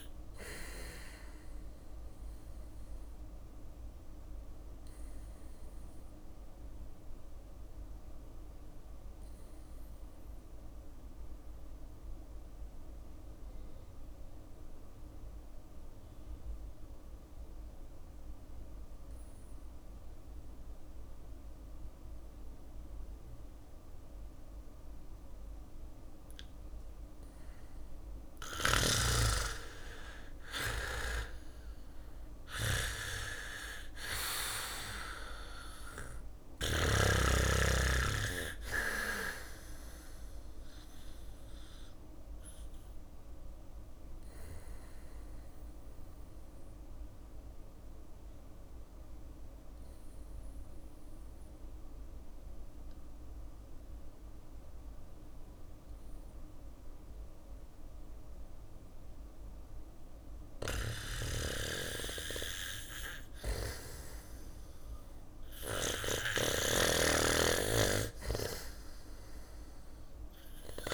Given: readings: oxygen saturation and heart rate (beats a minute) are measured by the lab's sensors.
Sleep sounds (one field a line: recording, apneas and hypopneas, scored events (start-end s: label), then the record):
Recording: breathing in sleep by a room microphone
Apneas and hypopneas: 2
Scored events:
0.00-13.50 s: oxygen desaturation (device-marked, oxygen 93% lowest, heart rate 56 extreme)
0.00-25.50 s: bradycardia (device-marked, heart rate 56 extreme)
2.00-25.50 s: obstructive apnea (oxygen 97% before, 90% lowest, heart rate 59 before, 56 extreme, up 5 after)
5.50-15.50 s: drop in pulse transit time (device-marked, heart rate 60 before, 56 extreme)
27.00-30.00 s: arousal
28.50-41.50 s: drop in pulse transit time (device-marked, heart rate 57 before, 60 extreme)
28.50-54.50 s: oxygen desaturation (device-marked, oxygen 99% before, 90% lowest, heart rate 57 before, 57 extreme)
42.00-60.50 s: obstructive apnea (oxygen 100% before, 90% lowest, heart rate 59 before, 57 extreme, up 1 after)
54.50-66.50 s: bradycardia (device-marked, heart rate 61 before, 57 extreme)
65.00-70.94 s: snoring (device-marked)
From the record:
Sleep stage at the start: REM sleep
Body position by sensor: on the back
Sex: male